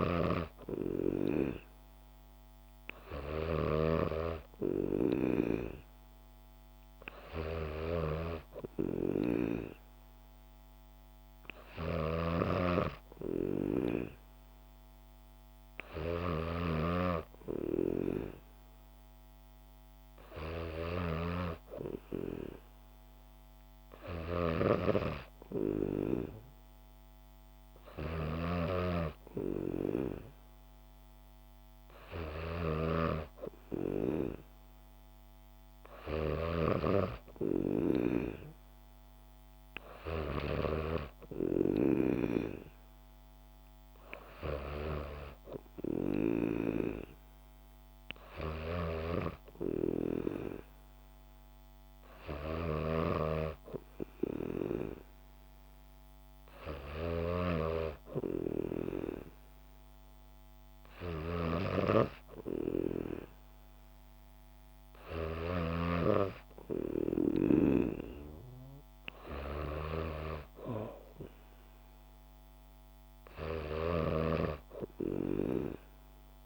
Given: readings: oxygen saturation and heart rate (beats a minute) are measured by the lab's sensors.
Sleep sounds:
breathing in sleep by a microphone on the trachea; none
0.00-41.00 s: snoring (device-marked)
48.50-76.46 s: snoring (device-marked)
From the record:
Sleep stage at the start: N3 (deep sleep); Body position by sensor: on the back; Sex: female

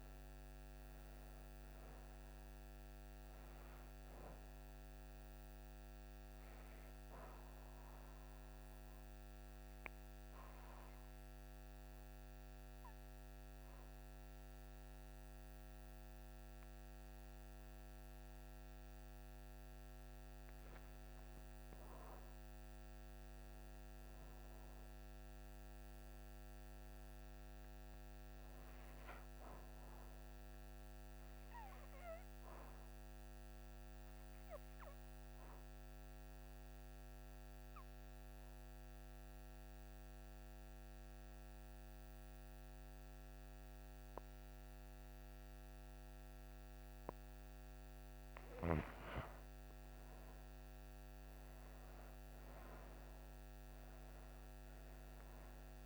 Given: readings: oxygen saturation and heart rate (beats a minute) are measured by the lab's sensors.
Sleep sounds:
breathing in sleep, hard to hear, by a microphone on the trachea; 2
0.00-24.00 s: oxygen desaturation (device-marked, oxygen 85% lowest)
7.50-19.50 s: obstructive apnea (oxygen 98% before, 85% lowest)
20.50-24.50 s: arousal
32.00-47.00 s: obstructive apnea (oxygen 99% before, 88% lowest)
49.50-54.00 s: arousal
52.00-55.85 s: oxygen desaturation (device-marked, oxygen 96% before, 88% lowest)
From the record:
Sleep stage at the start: N2 (light sleep); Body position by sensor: on the back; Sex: female

